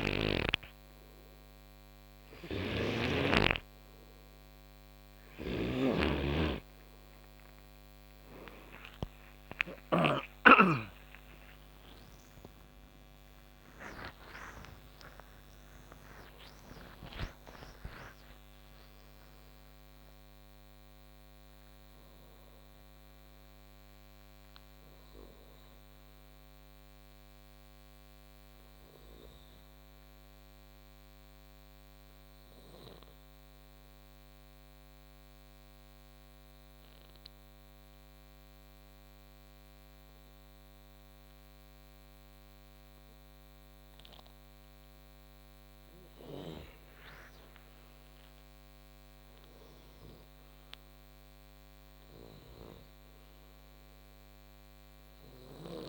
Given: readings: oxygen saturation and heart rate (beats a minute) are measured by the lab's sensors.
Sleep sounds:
breathing in sleep by a microphone on the trachea; 1
0.00-10.00 s: snoring (device-marked)
10.00-17.50 s: arousal
31.50-47.00 s: obstructive apnea (oxygen 95% before, 86% lowest, heart rate 107 before, 54 extreme, up 12 after)
46.00-55.50 s: snoring (device-marked)
49.00-52.00 s: arousal
49.00-55.89 s: oxygen desaturation (device-marked, oxygen 96% before, 86% lowest, heart rate 63 before, 54 extreme)
From the record:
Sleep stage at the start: N2 (light sleep); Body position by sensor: on the right side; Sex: male

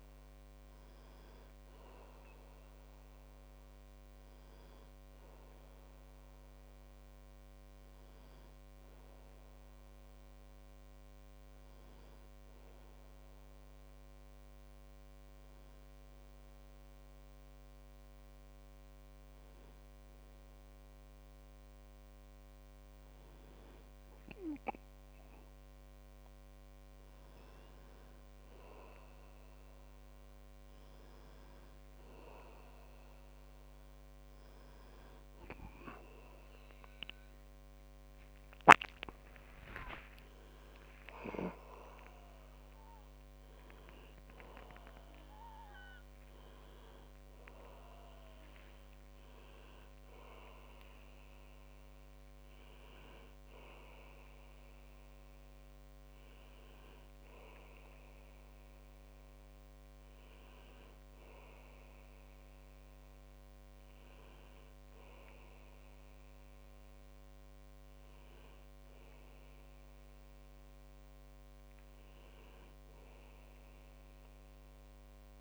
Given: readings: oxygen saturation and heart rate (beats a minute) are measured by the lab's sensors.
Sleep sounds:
breathing in sleep by a microphone on the trachea; 1
13.00-25.00 s: hypopnea (oxygen 97% before, 95% lowest, heart rate 55 before, 49 extreme, up 7 after)
36.50-40.50 s: arousal
From the record:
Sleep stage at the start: N1 (lightest sleep); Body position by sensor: on the back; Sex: male

